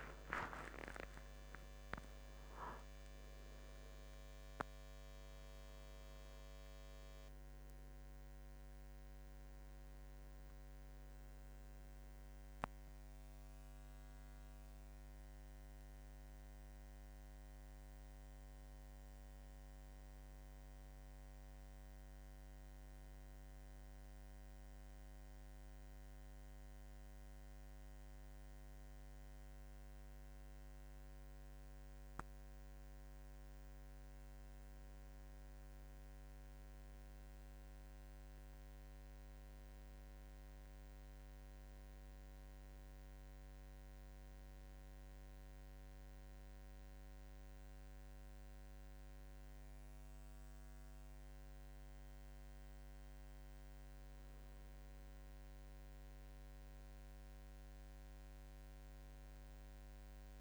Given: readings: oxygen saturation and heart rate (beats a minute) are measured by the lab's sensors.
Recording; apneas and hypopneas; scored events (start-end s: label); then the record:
breathing in sleep, hard to hear, by a microphone on the trachea; none
none scored
From the record:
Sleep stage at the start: N1 (lightest sleep); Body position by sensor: on the right side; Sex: male